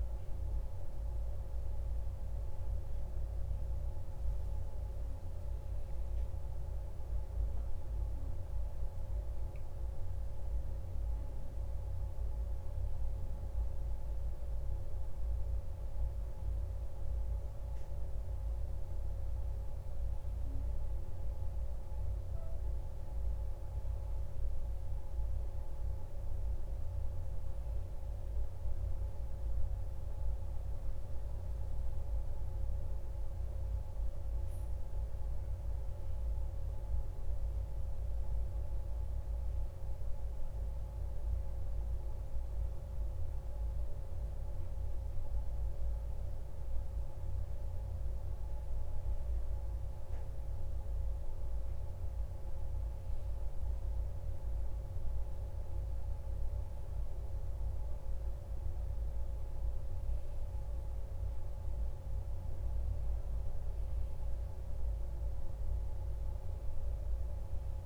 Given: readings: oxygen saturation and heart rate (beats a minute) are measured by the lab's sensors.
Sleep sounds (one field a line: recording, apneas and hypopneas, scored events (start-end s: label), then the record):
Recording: breathing in sleep, hard to hear, by a room microphone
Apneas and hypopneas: none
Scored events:
25.00-67.86 s: new sleep stage, N2 (light sleep)
From the record:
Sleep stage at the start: N1 (lightest sleep)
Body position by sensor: on the back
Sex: male